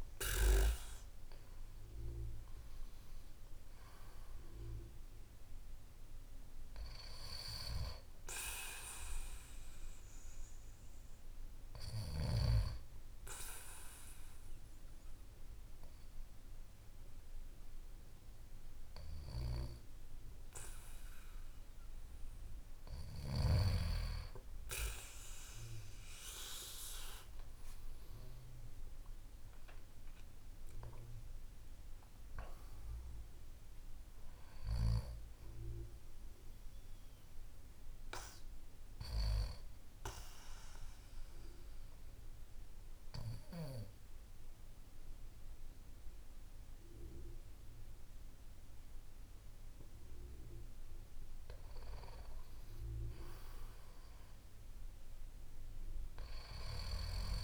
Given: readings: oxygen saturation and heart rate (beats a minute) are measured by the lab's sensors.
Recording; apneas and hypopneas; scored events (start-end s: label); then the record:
a person awake in a sleep study, by a room microphone; 1
37.00-57.44 s: new sleep stage, N2 (light sleep)
39.50-50.50 s: obstructive apnea (oxygen 96% before, 93% lowest, heart rate 56 before, 48 extreme, up 7 after)
51.50-56.00 s: arousal
From the record:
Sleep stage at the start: awake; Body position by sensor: on the back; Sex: male